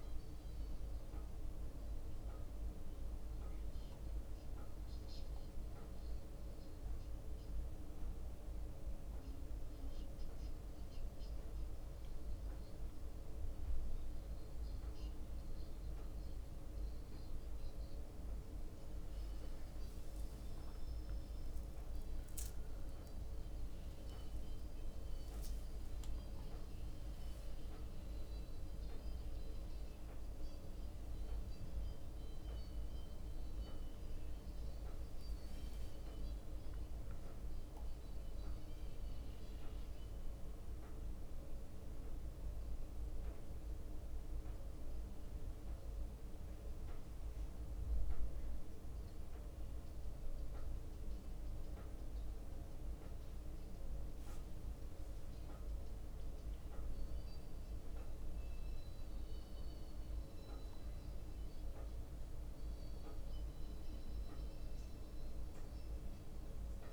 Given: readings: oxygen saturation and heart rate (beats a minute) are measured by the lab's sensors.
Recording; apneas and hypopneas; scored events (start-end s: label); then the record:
a person awake in a sleep study, hard to hear, by a room microphone; none
1.00-6.00 s: leg movement (device-marked)
7.00-14.00 s: leg movement (device-marked)
15.50-22.50 s: leg movement (device-marked)
22.50-28.00 s: leg movement (device-marked)
35.50-66.93 s: drop in pulse transit time (device-marked, heart rate 64 before, 60 extreme)
42.00-48.50 s: leg movement (device-marked)
60.50-66.50 s: leg movement (device-marked)
From the record:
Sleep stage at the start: awake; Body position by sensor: on the back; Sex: male